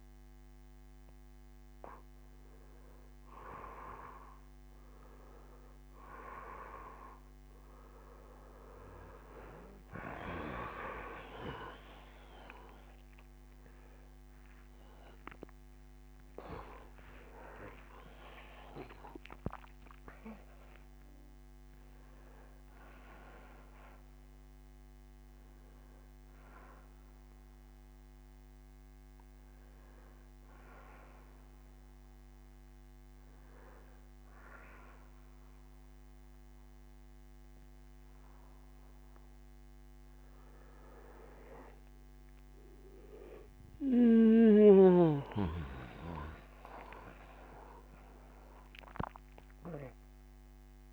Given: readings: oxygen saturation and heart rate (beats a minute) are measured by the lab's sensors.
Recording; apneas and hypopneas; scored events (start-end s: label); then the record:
a person awake in a sleep study, by a microphone on the trachea; none
0.00-13.00 s: oxygen desaturation (device-marked, oxygen 91% lowest, heart rate 61 extreme)
17.00-47.00 s: new sleep stage, awake
47.00-50.93 s: new sleep stage, N2 (light sleep)
From the record:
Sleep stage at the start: N2 (light sleep); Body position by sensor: on the back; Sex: male